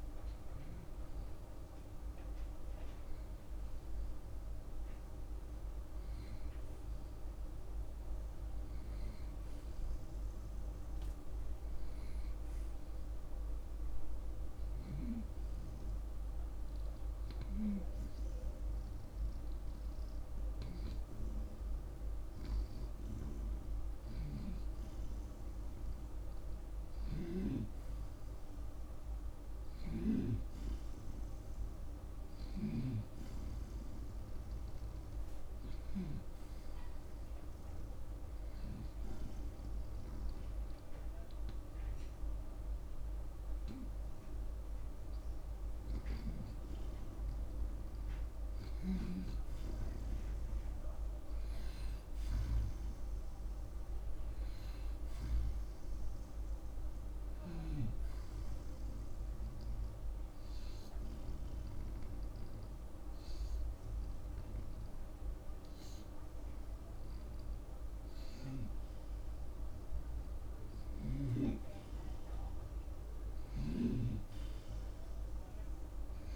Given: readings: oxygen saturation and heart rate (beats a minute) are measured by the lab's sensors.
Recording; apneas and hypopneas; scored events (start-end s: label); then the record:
breathing in sleep by a room microphone; 3
5.50-11.00 s: arousal
14.50-24.50 s: hypopnea (oxygen 92% before, 87% lowest)
26.50-31.00 s: arousal
27.00-30.50 s: snoring (device-marked)
28.00-58.00 s: new sleep stage, N2 (light sleep)
36.00-48.00 s: oxygen desaturation (device-marked, oxygen 90% before, 87% lowest)
39.00-49.00 s: hypopnea (oxygen 92% before, 87% lowest)
50.50-55.00 s: arousal
58.00-76.36 s: new sleep stage, N1 (lightest sleep)
60.00-73.00 s: oxygen desaturation (device-marked, oxygen 91% before, 87% lowest)
60.50-71.50 s: hypopnea (oxygen 91% before, 87% lowest)
73.50-76.36 s: snoring (device-marked)
74.00-76.36 s: arousal
From the record:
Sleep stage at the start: N1 (lightest sleep); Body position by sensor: on the back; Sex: male